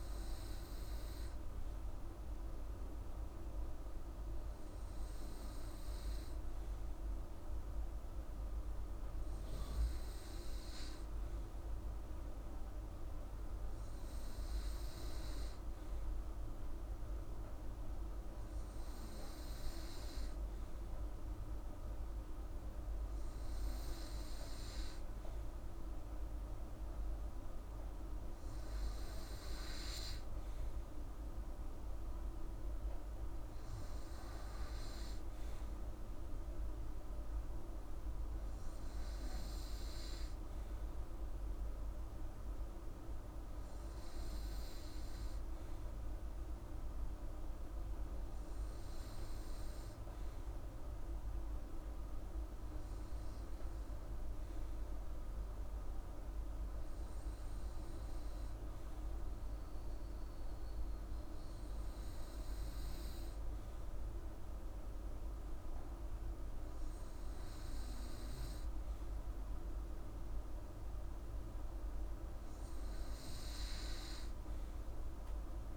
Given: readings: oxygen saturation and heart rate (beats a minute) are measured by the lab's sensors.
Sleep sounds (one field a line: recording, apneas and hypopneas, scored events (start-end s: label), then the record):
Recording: breathing in sleep, hard to hear, by a room microphone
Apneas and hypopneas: none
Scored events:
none scored
From the record:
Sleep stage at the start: N2 (light sleep)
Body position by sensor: on the right side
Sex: female